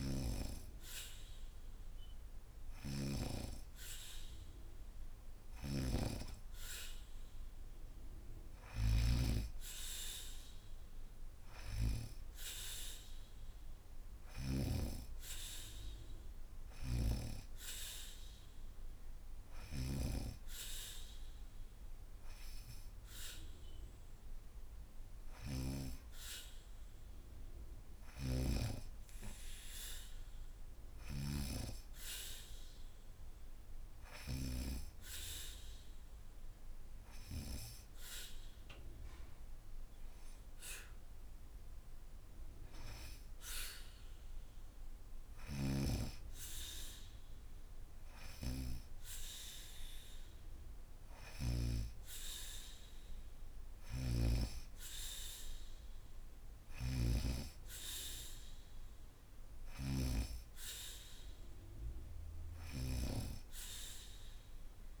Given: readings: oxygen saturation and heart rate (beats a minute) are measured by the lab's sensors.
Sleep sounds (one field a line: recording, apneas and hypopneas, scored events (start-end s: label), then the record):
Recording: breathing in sleep by a room microphone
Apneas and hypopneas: none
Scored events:
2.00-14.00 s: snoring (device-marked)
16.00-19.50 s: snoring (device-marked)
27.50-34.00 s: snoring (device-marked)
45.00-51.00 s: snoring (device-marked)
53.00-65.00 s: snoring (device-marked)
From the record:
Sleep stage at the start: N2 (light sleep)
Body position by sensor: on the back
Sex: female